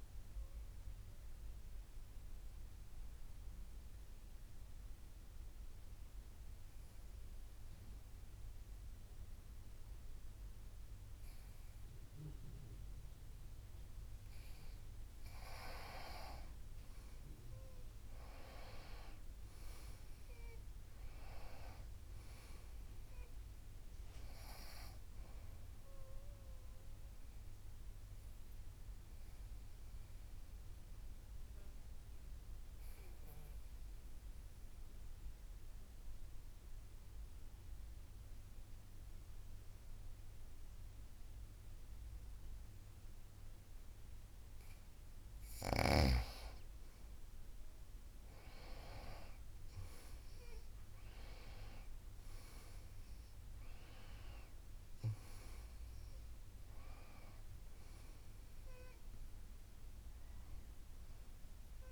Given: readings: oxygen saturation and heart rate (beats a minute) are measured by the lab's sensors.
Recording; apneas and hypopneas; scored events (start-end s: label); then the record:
breathing in sleep by a room microphone; 2
0.00-1.00 s: arousal
3.00-14.50 s: obstructive apnea (oxygen 98% before, 92% lowest, heart rate 60 before, 52 extreme, up 12 after)
16.50-20.50 s: arousal
22.50-41.50 s: oxygen desaturation (device-marked, oxygen 97% before, 93% lowest, heart rate 59 before, 52 extreme)
28.50-46.50 s: obstructive apnea (oxygen 98% before, 92% lowest, heart rate 62 before, 52 extreme, up 10 after)
48.50-52.00 s: arousal
54.50-61.92 s: oxygen desaturation (device-marked, oxygen 98% before, 92% lowest, heart rate 58 before, 52 extreme)
From the record:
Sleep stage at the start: N2 (light sleep); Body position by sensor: on the back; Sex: female